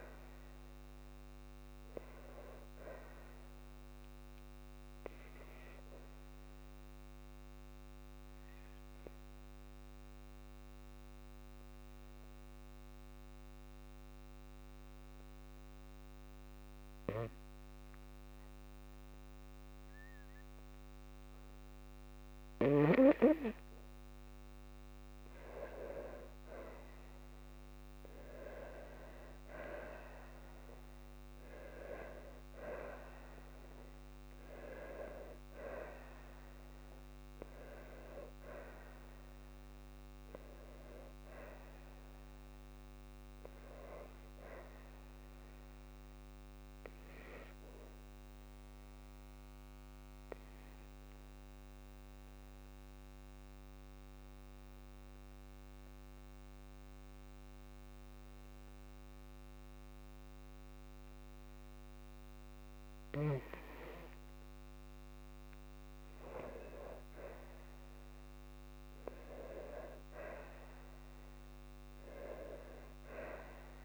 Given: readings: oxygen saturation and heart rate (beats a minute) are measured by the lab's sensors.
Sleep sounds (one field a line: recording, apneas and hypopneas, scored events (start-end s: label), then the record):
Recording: breathing in sleep by a microphone on the trachea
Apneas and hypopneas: 2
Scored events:
7.00-22.50 s: obstructive apnea (oxygen 97% before, 93% lowest, heart rate 56 before, 53 extreme, up 6 after)
12.50-23.50 s: oxygen desaturation (device-marked, oxygen 97% before, 93% lowest, heart rate 54 before, 53 extreme)
25.00-29.50 s: arousal
48.50-63.00 s: obstructive apnea (oxygen 97% before, 93% lowest, heart rate 57 before, 52 extreme, up 4 after)
57.50-69.50 s: oxygen desaturation (device-marked, oxygen 97% before, 93% lowest, heart rate 54 before, 53 extreme)
65.50-69.50 s: arousal
From the record:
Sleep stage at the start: N2 (light sleep)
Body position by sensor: on the back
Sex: female